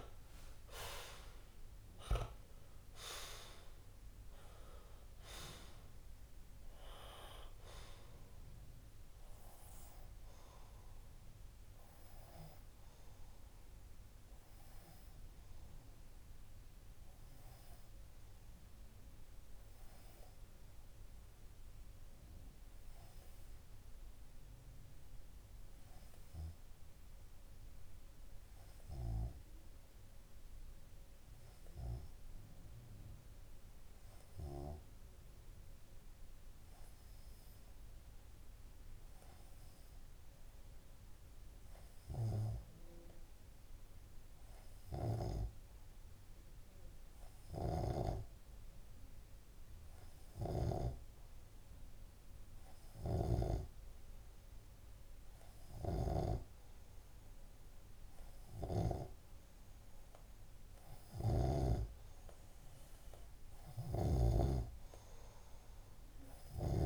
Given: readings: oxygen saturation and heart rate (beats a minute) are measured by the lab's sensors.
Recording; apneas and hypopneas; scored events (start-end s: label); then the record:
breathing in sleep by a room microphone; 1
0.00-10.50 s: oxygen desaturation (device-marked, oxygen 95% lowest)
7.50-9.50 s: long interval between heartbeats (device-marked)
16.50-61.00 s: obstructive apnea (oxygen 97% before, 94% lowest)
63.00-66.00 s: arousal
64.00-66.86 s: snoring (device-marked)
From the record:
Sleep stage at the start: N2 (light sleep); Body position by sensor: on the left side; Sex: male